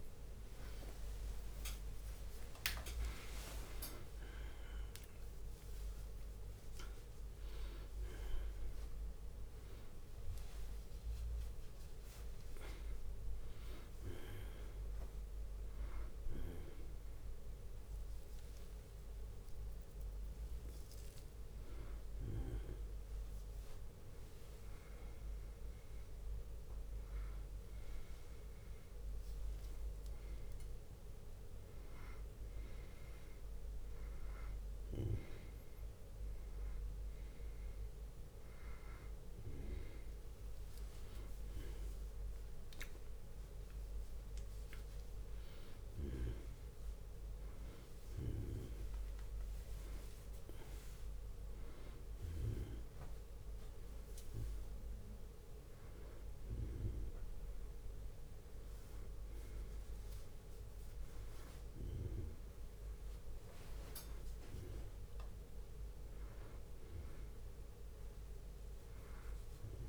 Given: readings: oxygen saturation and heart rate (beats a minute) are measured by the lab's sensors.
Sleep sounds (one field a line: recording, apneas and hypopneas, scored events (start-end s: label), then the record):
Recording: a person awake in a sleep study, by a room microphone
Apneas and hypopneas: none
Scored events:
0.00-3.00 s: tachycardia (device-marked, heart rate 169 extreme)
0.00-9.00 s: oxygen desaturation (device-marked, oxygen 92% lowest, heart rate 63 extreme)
1.00-3.00 s: long interval between heartbeats (device-marked, heart rate 84 before, 145 extreme)
3.00-14.00 s: drop in pulse transit time (device-marked, heart rate 94 before, 72 extreme)
11.50-13.50 s: long interval between heartbeats (device-marked, heart rate 110 before, 79 extreme)
24.00-26.00 s: long interval between heartbeats (device-marked, heart rate 81 before, 79 extreme)
26.00-28.00 s: long interval between heartbeats (device-marked, heart rate 76 before, 73 extreme)
26.00-35.00 s: drop in pulse transit time (device-marked, heart rate 76 before, 68 extreme)
28.50-30.50 s: long interval between heartbeats (device-marked, heart rate 75 before, 90 extreme)
47.50-49.50 s: long interval between heartbeats (device-marked, heart rate 73 before, 76 extreme)
From the record:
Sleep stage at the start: awake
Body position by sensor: on the back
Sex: male